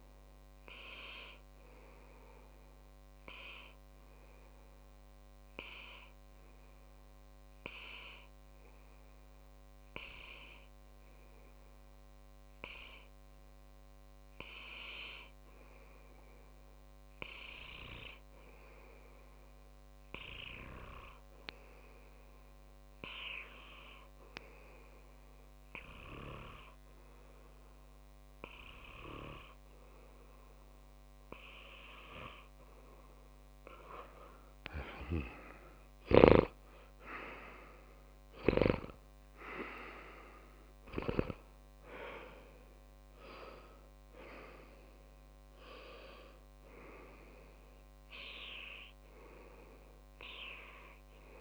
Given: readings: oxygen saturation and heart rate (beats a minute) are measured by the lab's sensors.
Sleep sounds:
breathing in sleep by a microphone on the trachea; 1
1.50-29.00 s: obstructive apnea (oxygen 98% before, 95% lowest)
4.50-6.50 s: long interval between heartbeats (device-marked)
11.50-13.50 s: long interval between heartbeats (device-marked)
34.50-38.00 s: arousal
From the record:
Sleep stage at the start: N2 (light sleep); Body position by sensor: on the back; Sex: male

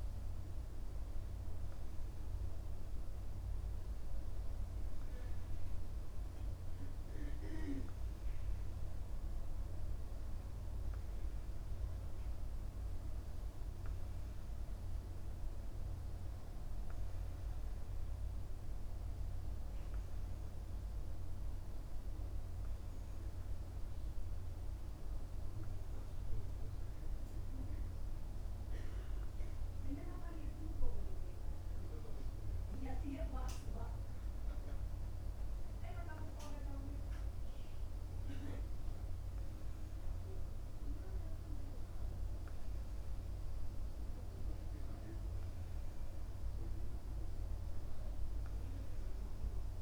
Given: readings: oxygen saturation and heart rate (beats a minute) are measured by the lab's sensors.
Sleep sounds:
breathing in sleep by a room microphone; none
none scored
From the record:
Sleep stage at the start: N2 (light sleep); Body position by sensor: on the right side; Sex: male

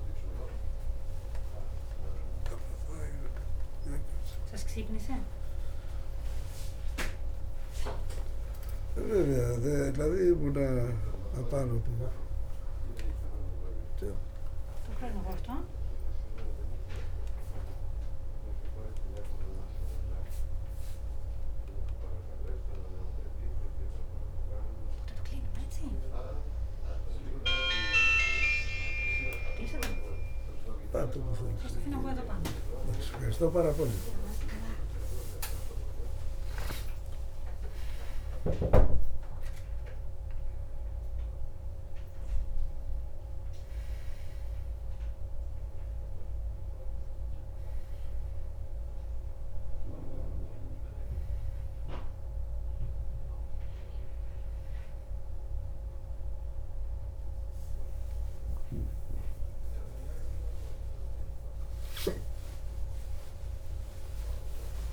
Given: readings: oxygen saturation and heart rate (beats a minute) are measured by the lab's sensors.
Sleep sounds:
a person awake in a sleep study, by a room microphone; none
none scored
From the record:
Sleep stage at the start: awake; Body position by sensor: on the back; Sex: male

